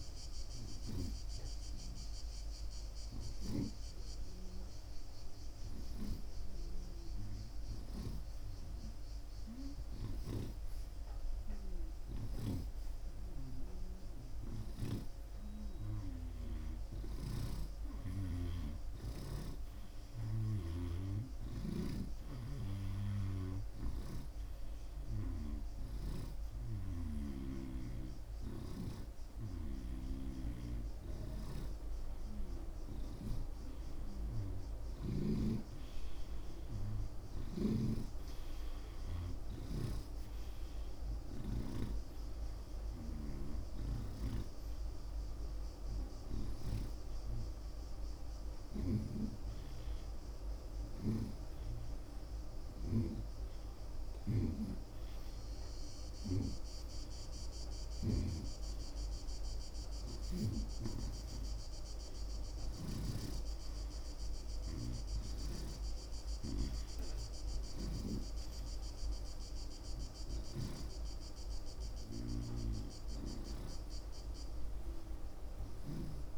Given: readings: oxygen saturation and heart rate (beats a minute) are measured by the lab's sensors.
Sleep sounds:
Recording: breathing in sleep by a room microphone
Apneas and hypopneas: none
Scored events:
10.00-19.50 s: snoring (device-marked)
18.00-40.00 s: oxygen desaturation (device-marked, oxygen 89% before, 86% lowest)
37.50-42.00 s: snoring (device-marked)
58.00-63.00 s: snoring (device-marked)
From the record:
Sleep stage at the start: REM sleep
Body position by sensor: on the right side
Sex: male

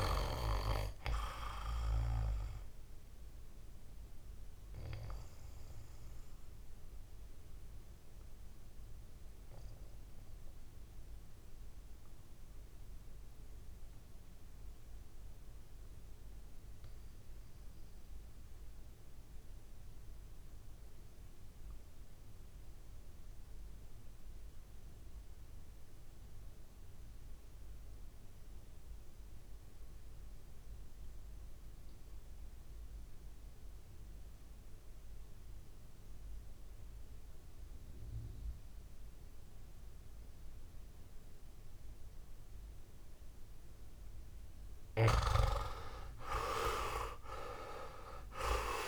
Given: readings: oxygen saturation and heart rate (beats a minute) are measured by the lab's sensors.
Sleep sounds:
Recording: breathing in sleep by a room microphone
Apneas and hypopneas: 1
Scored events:
0.00-18.50 s: oxygen desaturation (device-marked, oxygen 85% lowest, heart rate 53 extreme)
2.00-42.50 s: mixed apnea (oxygen 100% before, 85% lowest, heart rate 57 before, 53 extreme, up 14 after)
43.50-48.88 s: oxygen desaturation (device-marked, oxygen 96% before, 86% lowest, heart rate 55 before, 54 extreme)
44.50-48.88 s: arousal
From the record:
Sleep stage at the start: REM sleep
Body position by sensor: on the right side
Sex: male

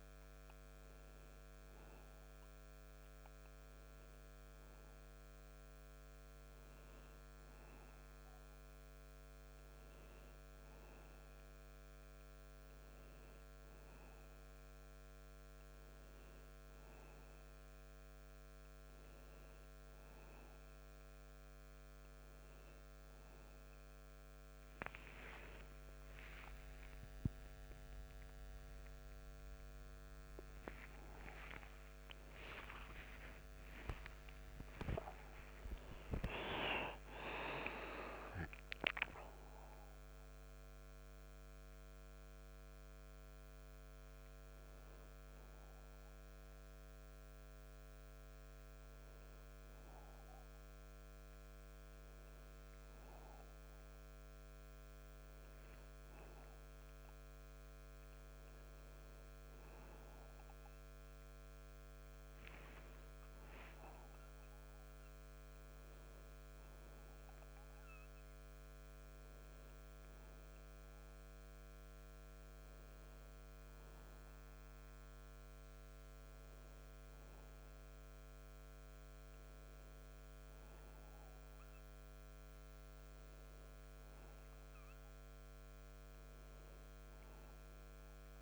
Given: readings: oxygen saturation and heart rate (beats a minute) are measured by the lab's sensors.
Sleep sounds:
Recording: breathing in sleep by a microphone on the trachea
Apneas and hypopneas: none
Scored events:
3.00-33.00 s: new sleep stage, N1 (lightest sleep)
26.00-32.00 s: arousal
33.00-88.42 s: new sleep stage, N2 (light sleep)
63.50-68.00 s: arousal
From the record:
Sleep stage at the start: N2 (light sleep)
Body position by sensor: on the back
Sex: male

